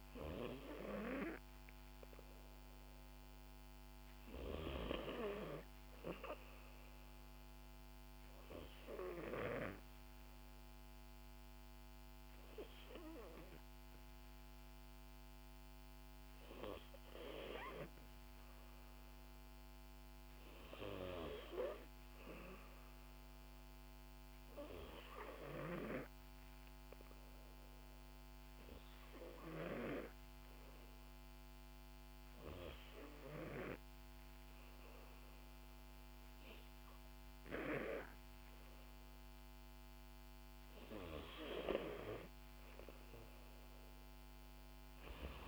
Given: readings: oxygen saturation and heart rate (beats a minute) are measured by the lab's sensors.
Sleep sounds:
breathing in sleep by a microphone on the trachea; 1
0.00-16.50 s: oxygen desaturation (device-marked, oxygen 89% lowest, heart rate 58 extreme)
26.00-41.00 s: obstructive apnea (oxygen 93% before, 90% lowest, heart rate 59 before, 58 extreme, up 3 after)
43.50-45.48 s: arousal
From the record:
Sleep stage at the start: N2 (light sleep); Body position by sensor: on the back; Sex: female

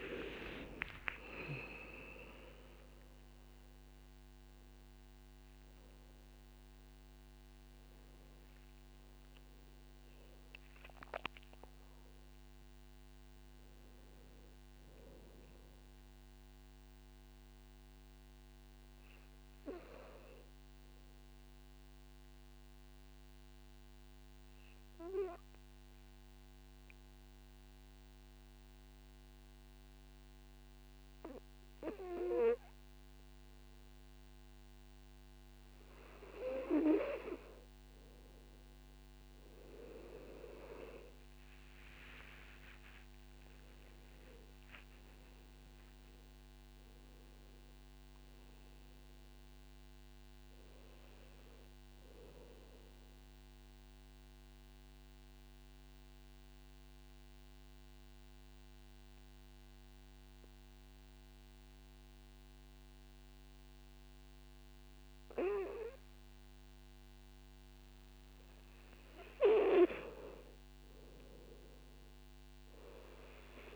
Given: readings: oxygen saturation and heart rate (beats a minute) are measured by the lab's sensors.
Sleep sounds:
breathing in sleep by a microphone on the trachea; 2
0.50-2.50 s: long interval between heartbeats (device-marked, heart rate 57 before, 68 extreme)
0.50-4.50 s: arousal
23.00-37.50 s: obstructive apnea (oxygen 95% before, 94% lowest, heart rate 65 before, 50 extreme, up 17 after)
42.00-46.50 s: arousal
44.00-60.00 s: oxygen desaturation (device-marked, oxygen 100% before, 97% lowest, heart rate 57 before, 48 extreme)
53.50-66.50 s: obstructive apnea (oxygen 100% before, 93% lowest, heart rate 62 before, 48 extreme, up 5 after)
69.00-72.50 s: arousal
From the record:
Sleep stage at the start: N2 (light sleep); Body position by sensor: on the back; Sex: male

